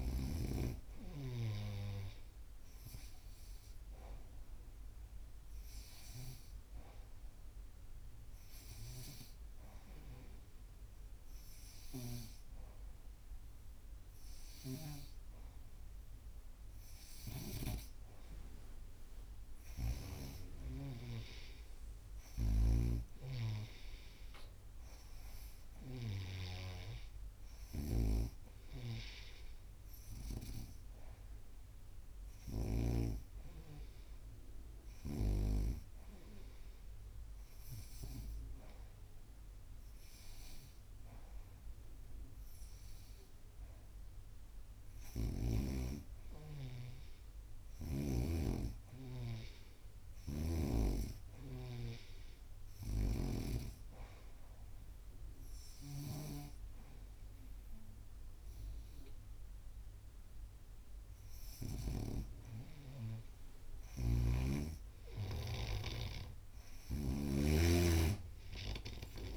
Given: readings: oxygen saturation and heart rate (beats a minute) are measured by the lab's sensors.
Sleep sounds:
breathing in sleep by a room microphone; none
17.00-21.00 s: snoring (device-marked)
23.00-26.50 s: snoring (device-marked)
25.50-34.50 s: oxygen desaturation (device-marked, oxygen 95% before, 91% lowest, heart rate 88 before, 87 extreme)
28.50-33.00 s: snoring (device-marked)
50.00-53.50 s: snoring (device-marked)
55.50-62.00 s: snoring (device-marked)
From the record:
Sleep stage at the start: N2 (light sleep); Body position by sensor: on the right side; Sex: female

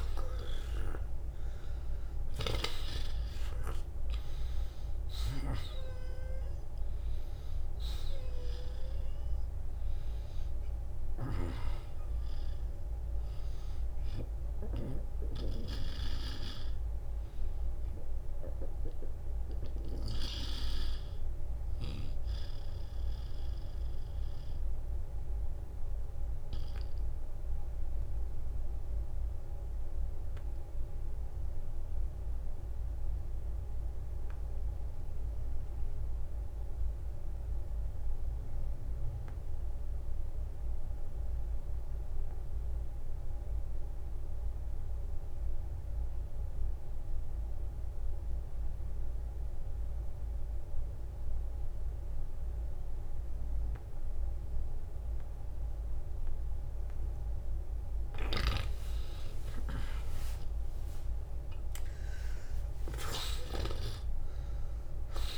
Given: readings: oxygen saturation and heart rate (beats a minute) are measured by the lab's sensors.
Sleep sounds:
breathing in sleep by a room microphone; 1
0.00-1.00 s: arousal
0.50-12.50 s: oxygen desaturation (device-marked, oxygen 96% before, 90% lowest, heart rate 49 before, 49 extreme)
15.00-19.50 s: snoring (device-marked)
15.50-20.50 s: arousal
16.00-18.00 s: long interval between heartbeats (device-marked, heart rate 58 before, 62 extreme)
19.50-40.50 s: oxygen desaturation (device-marked, oxygen 91% before, 82% lowest, heart rate 61 before, 42 extreme)
25.00-55.50 s: obstructive apnea (oxygen 94% before, 82% lowest, heart rate 59 before, 42 extreme, up 22 after)
58.50-65.38 s: oxygen desaturation (device-marked, oxygen 95% before, 92% lowest, heart rate 50 before, 48 extreme)
62.50-65.38 s: new sleep stage, awake
From the record:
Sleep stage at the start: N2 (light sleep); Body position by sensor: on the back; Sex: male

